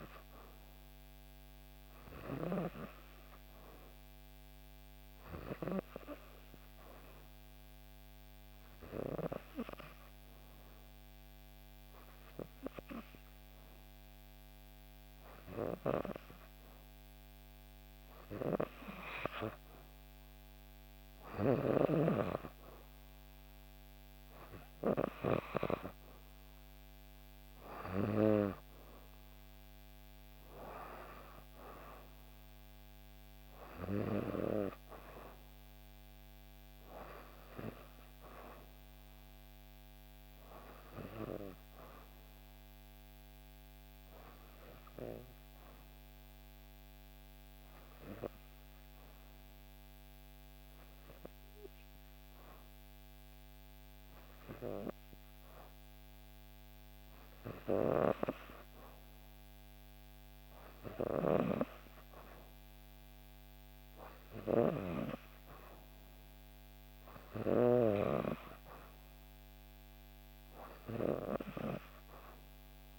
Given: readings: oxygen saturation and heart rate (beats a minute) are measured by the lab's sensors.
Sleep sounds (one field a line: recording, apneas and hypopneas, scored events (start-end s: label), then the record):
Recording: breathing in sleep by a microphone on the trachea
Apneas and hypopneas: 2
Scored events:
0.00-9.50 s: oxygen desaturation (device-marked, oxygen 92% lowest, heart rate 60 extreme)
5.50-18.50 s: obstructive apnea (oxygen 96% before, 92% lowest, heart rate 60 before, 59 extreme, up 2 after)
20.50-23.50 s: arousal
45.50-58.00 s: obstructive apnea (oxygen 94% before, 91% lowest, heart rate 60 before, 60 extreme, up 2 after)
60.00-62.50 s: arousal
62.50-72.99 s: oxygen desaturation (device-marked, oxygen 95% before, 92% lowest, heart rate 60 before, 60 extreme)
From the record:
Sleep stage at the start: N2 (light sleep)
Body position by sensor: on the back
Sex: female